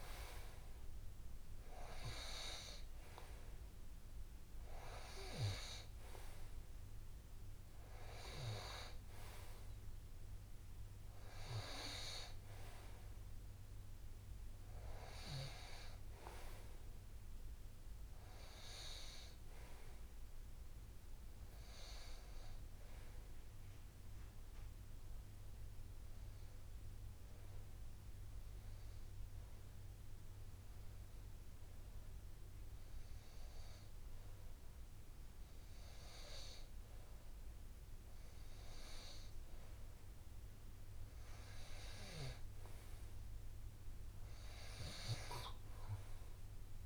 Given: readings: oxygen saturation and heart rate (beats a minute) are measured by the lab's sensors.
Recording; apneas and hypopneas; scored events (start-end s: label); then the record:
breathing in sleep by a room microphone; 1
0.00-4.50 s: arousal
19.00-22.50 s: arousal
25.50-37.50 s: hypopnea (oxygen 97% before, 96% lowest, heart rate 73 before, 65 extreme, up 4 after)
40.00-46.86 s: new sleep stage, N2 (light sleep)
40.50-44.50 s: arousal
From the record:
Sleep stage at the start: REM sleep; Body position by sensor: on the right side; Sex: male